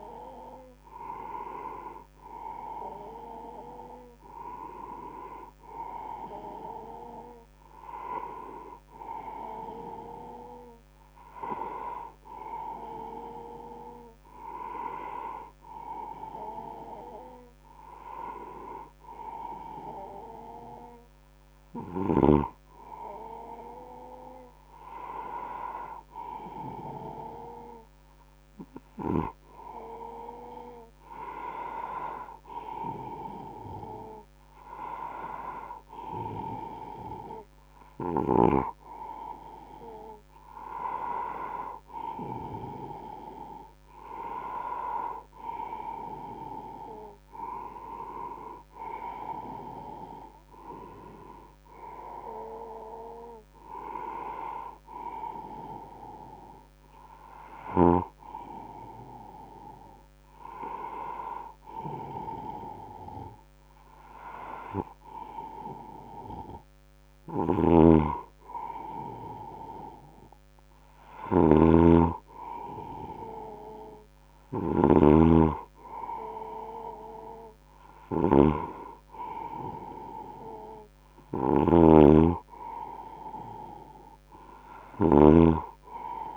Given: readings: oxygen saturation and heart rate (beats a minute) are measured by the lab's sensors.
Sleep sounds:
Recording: breathing in sleep by a microphone on the trachea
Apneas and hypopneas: none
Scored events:
67.00-85.00 s: snoring (device-marked)
From the record:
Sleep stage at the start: N1 (lightest sleep)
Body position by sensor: on the right side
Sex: male

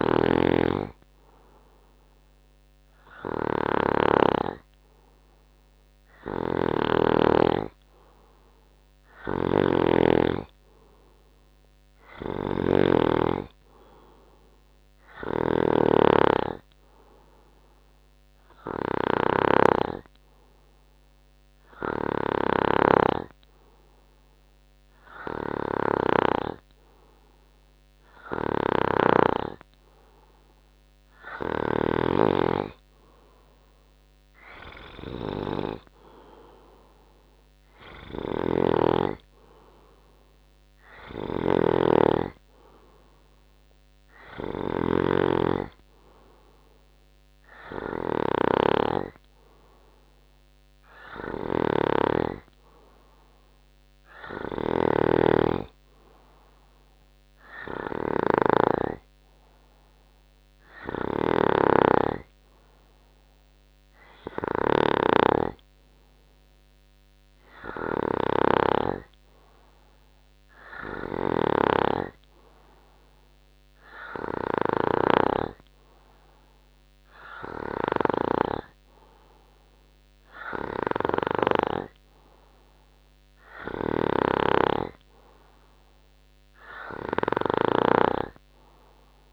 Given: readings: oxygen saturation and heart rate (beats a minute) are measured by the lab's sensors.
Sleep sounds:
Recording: breathing in sleep by a microphone on the trachea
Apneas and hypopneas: none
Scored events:
0.00-4.50 s: snoring (device-marked)
6.50-29.50 s: snoring (device-marked)
38.50-65.00 s: snoring (device-marked)
71.50-75.50 s: snoring (device-marked)
84.00-89.33 s: snoring (device-marked)
From the record:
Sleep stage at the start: N2 (light sleep)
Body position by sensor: on the right side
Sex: male

